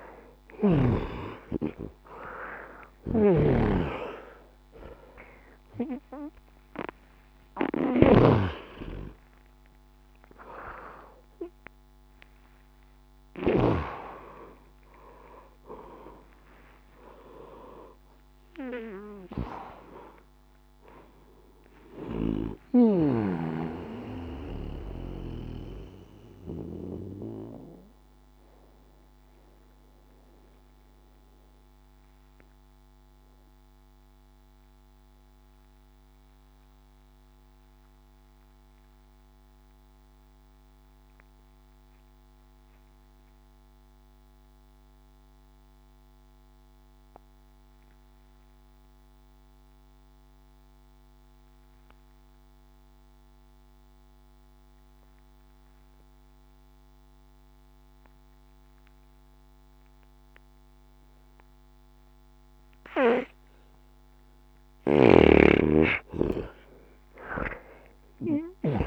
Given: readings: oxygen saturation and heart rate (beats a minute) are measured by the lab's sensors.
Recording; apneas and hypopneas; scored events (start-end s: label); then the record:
breathing in sleep by a microphone on the trachea; 1
0.00-43.50 s: oxygen desaturation (device-marked, oxygen 79% lowest, heart rate 60 extreme)
2.50-8.00 s: snoring (device-marked)
17.50-21.50 s: arousal
25.00-64.00 s: mixed apnea (oxygen 93% before, 79% lowest, heart rate 114 before, 60 extreme)
61.50-68.87 s: oxygen desaturation (device-marked, oxygen 99% before, 81% lowest, heart rate 61 before, 60 extreme)
From the record:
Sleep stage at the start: N2 (light sleep); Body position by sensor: on the right side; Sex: male